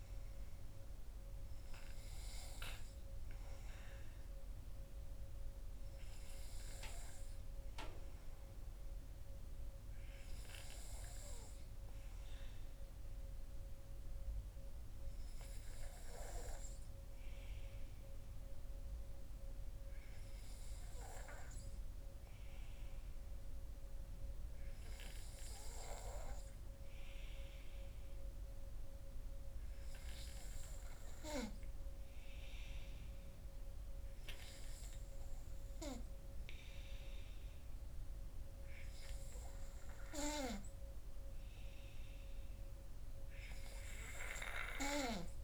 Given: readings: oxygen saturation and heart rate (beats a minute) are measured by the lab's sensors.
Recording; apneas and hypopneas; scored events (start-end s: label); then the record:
breathing in sleep by a room microphone; none
none scored
From the record:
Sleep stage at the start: N2 (light sleep); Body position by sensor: on the back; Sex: male